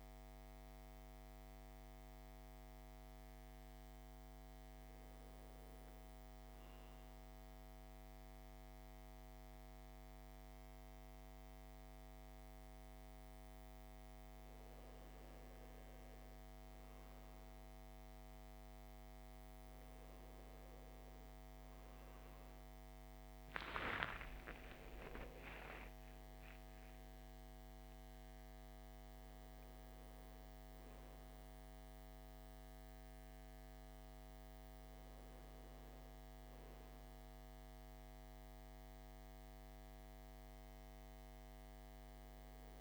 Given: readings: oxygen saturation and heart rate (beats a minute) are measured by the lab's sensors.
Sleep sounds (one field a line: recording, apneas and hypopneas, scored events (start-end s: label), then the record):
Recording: a person awake in a sleep study, hard to hear, by a microphone on the trachea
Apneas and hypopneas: none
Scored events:
none scored
From the record:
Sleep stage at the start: awake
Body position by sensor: on the back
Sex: male